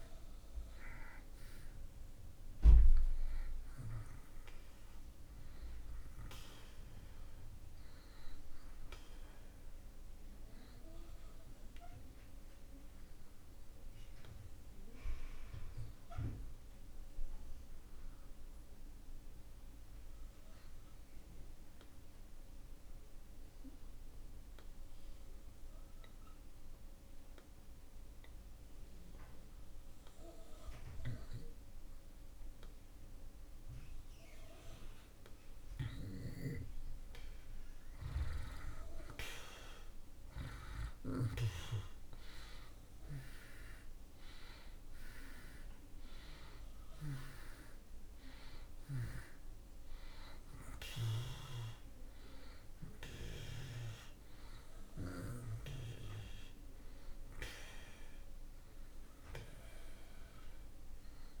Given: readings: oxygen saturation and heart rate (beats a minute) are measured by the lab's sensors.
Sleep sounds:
breathing in sleep by a room microphone; 1
11.50-36.00 s: obstructive apnea (oxygen 91% before, 80% lowest)
38.50-42.50 s: arousal
39.00-61.40 s: oxygen desaturation (device-marked, oxygen 96% before, 80% lowest)
From the record:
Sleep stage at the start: N2 (light sleep); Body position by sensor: on the back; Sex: male

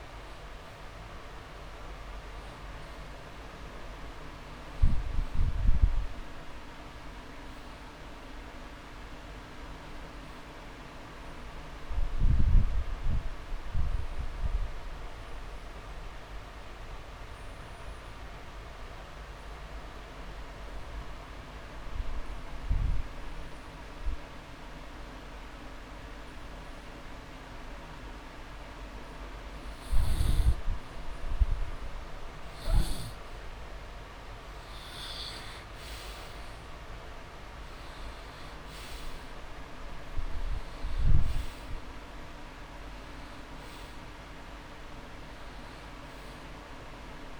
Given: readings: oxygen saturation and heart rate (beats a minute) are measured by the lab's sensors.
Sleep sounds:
breathing in sleep, hard to hear, by a room microphone; 1
6.50-9.50 s: arousal
11.50-31.00 s: obstructive apnea (oxygen 98% before, 88% lowest)
15.00-17.00 s: long interval between heartbeats (device-marked)
26.00-28.00 s: long interval between heartbeats (device-marked)
34.00-37.50 s: arousal
38.50-47.39 s: oxygen desaturation (device-marked, oxygen 97% before, 88% lowest)
41.50-43.50 s: long interval between heartbeats (device-marked)
From the record:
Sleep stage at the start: N2 (light sleep); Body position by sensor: on the back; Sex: male

